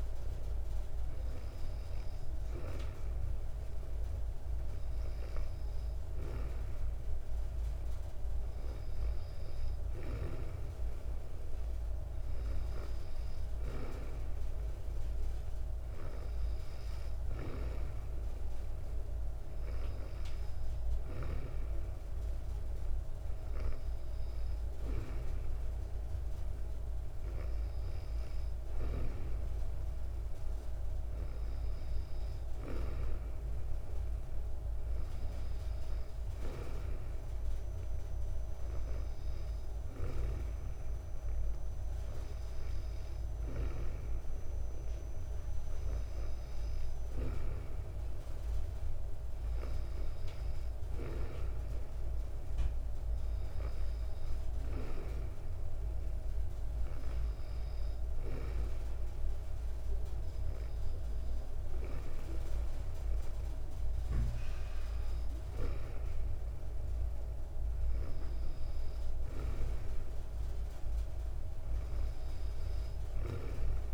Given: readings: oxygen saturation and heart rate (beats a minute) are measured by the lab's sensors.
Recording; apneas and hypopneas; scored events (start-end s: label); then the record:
breathing in sleep by a room microphone; none
26.00-31.00 s: arousal
From the record:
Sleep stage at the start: N2 (light sleep); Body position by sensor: on the back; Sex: female